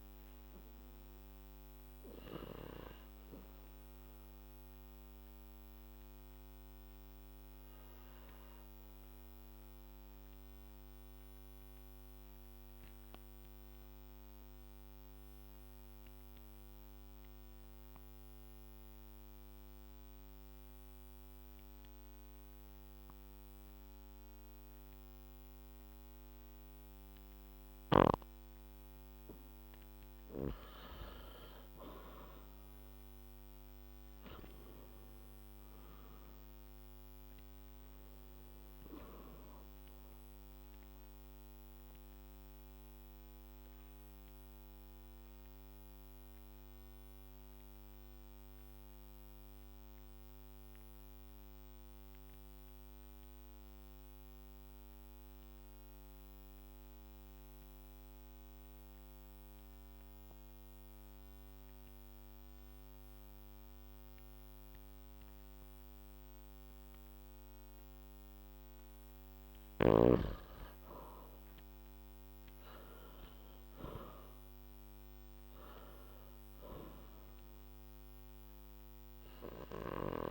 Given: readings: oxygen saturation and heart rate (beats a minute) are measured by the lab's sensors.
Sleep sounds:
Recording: breathing in sleep by a microphone on the trachea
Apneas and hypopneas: 2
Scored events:
0.00-20.50 s: oxygen desaturation (device-marked, oxygen 88% lowest, heart rate 55 extreme)
3.00-29.50 s: obstructive apnea (oxygen 98% before, 87% lowest, heart rate 63 before, 52 extreme, up 7 after)
10.50-80.31 s: new sleep stage, N2 (light sleep)
31.00-36.50 s: arousal
35.50-59.50 s: oxygen desaturation (device-marked, oxygen 98% before, 87% lowest, heart rate 62 before, 52 extreme)
42.50-69.50 s: obstructive apnea (oxygen 98% before, 87% lowest, heart rate 63 before, 52 extreme, up 9 after)
71.00-76.00 s: arousal
74.50-80.31 s: oxygen desaturation (device-marked, oxygen 98% before, 88% lowest, heart rate 57 before, 55 extreme)
From the record:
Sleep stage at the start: N1 (lightest sleep)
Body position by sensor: on the back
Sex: male

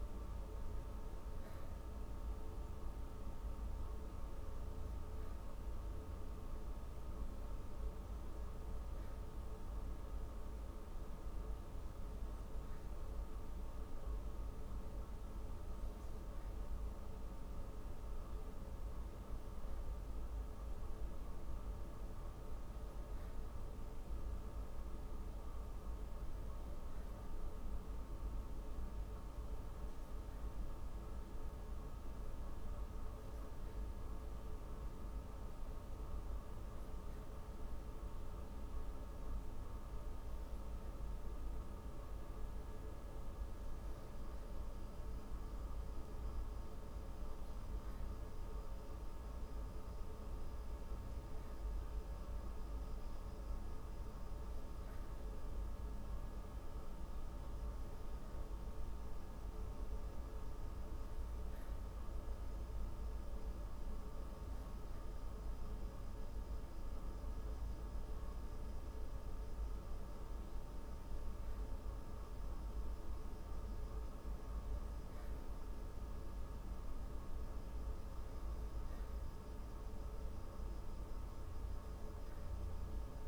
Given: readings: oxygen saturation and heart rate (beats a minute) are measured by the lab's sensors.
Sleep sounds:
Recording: breathing in sleep, hard to hear, by a room microphone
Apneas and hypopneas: none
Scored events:
none scored
From the record:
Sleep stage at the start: N3 (deep sleep)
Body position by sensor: on the back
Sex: female

